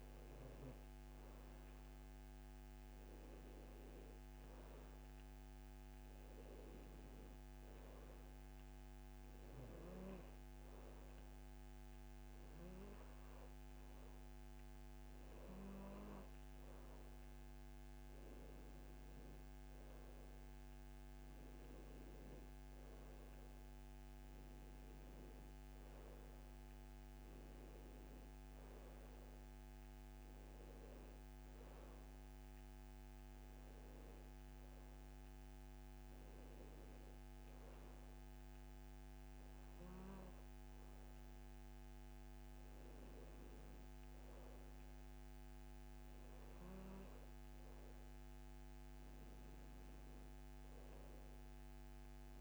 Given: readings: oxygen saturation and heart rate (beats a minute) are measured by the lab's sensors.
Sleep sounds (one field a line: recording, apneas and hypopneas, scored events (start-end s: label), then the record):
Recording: breathing in sleep, hard to hear, by a microphone on the trachea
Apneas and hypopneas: none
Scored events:
none scored
From the record:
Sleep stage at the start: N2 (light sleep)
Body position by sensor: on the back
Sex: male